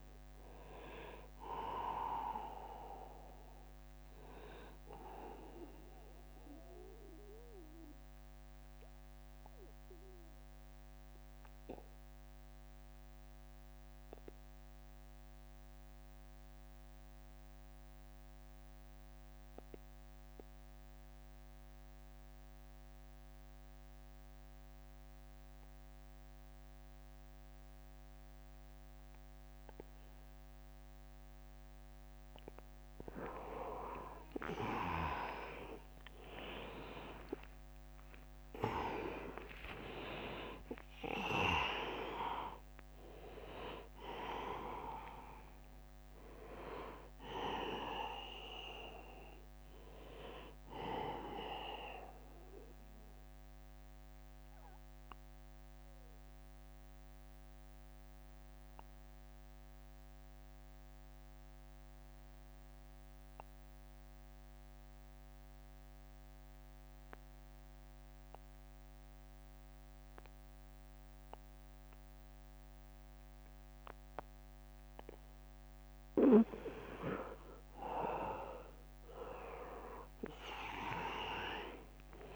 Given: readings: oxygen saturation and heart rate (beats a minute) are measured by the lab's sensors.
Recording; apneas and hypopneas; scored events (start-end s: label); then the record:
breathing in sleep by a microphone on the trachea; 2
0.00-6.00 s: drop in pulse transit time (device-marked, heart rate 76 extreme)
0.00-19.00 s: oxygen desaturation (device-marked, oxygen 87% lowest, heart rate 69 extreme)
6.50-8.50 s: long interval between heartbeats (device-marked, heart rate 83 before, 74 extreme)
6.50-31.50 s: mixed apnea (oxygen 100% before, 83% lowest, heart rate 83 before, 69 extreme, up 8 after)
28.00-30.00 s: long interval between heartbeats (device-marked, heart rate 78 before, 75 extreme)
33.50-38.00 s: arousal
34.00-61.00 s: oxygen desaturation (device-marked, oxygen 100% before, 83% lowest, heart rate 79 before, 66 extreme)
35.00-49.00 s: drop in pulse transit time (device-marked, heart rate 79 before, 73 extreme)
52.00-54.00 s: long interval between heartbeats (device-marked, heart rate 80 before, 84 extreme)
52.00-75.00 s: mixed apnea (oxygen 100% before, 83% lowest, heart rate 80 before, 66 extreme, up 13 after)
77.50-81.00 s: arousal
80.00-82.36 s: drop in pulse transit time (device-marked, heart rate 73 before, 73 extreme)
81.00-82.36 s: oxygen desaturation (device-marked, oxygen 100% before, 87% lowest, heart rate 73 before, 65 extreme)
From the record:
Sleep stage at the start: N2 (light sleep); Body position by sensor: on the back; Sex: male